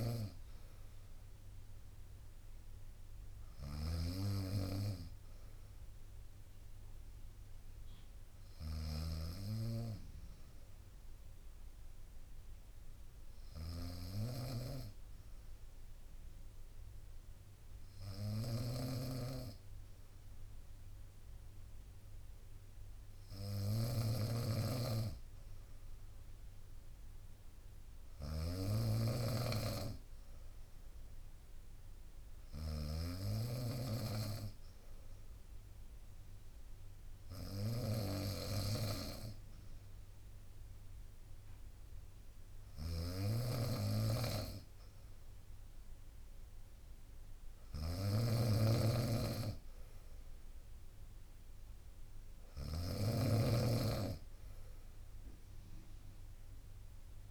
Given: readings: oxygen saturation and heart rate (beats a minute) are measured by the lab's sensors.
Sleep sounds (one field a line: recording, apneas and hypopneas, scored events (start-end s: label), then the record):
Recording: breathing in sleep by a room microphone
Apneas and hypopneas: 1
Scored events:
0.00-57.31 s: snoring (device-marked)
10.00-22.50 s: hypopnea (oxygen 96% before, 92% lowest, heart rate 62 before, 60 extreme, up 2 after)
25.50-29.50 s: arousal
From the record:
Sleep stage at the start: N2 (light sleep)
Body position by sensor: on the right side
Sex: female